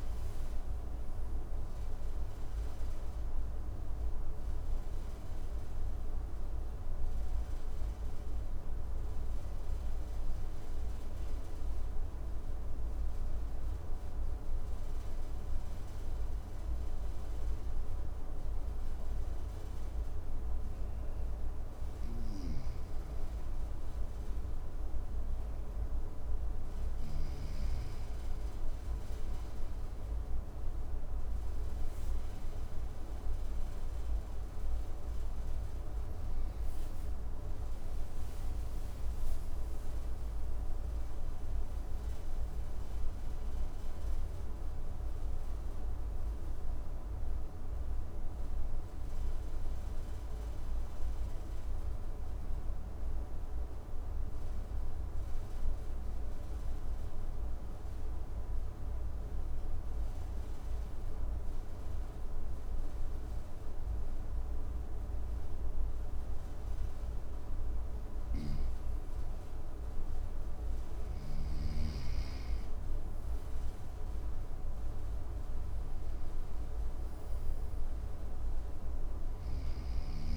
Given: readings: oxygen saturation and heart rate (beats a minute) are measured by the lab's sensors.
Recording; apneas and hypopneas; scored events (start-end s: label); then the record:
breathing in sleep, hard to hear, by a room microphone; 2
7.50-21.50 s: obstructive apnea (oxygen 99% before, 94% lowest, heart rate 64 before, 55 extreme, up 3 after)
24.00-27.50 s: arousal
28.00-38.00 s: oxygen desaturation (device-marked, oxygen 99% before, 96% lowest, heart rate 57 before, 58 extreme)
51.00-67.00 s: obstructive apnea (oxygen 99% before, 94% lowest, heart rate 64 before, 57 extreme, up 3 after)
67.50-71.00 s: snoring (device-marked)
69.00-74.00 s: arousal
73.00-80.37 s: oxygen desaturation (device-marked, oxygen 99% before, 94% lowest, heart rate 59 before, 58 extreme)
78.50-80.37 s: snoring (device-marked)
From the record:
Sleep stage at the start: N2 (light sleep); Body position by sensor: on the right side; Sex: male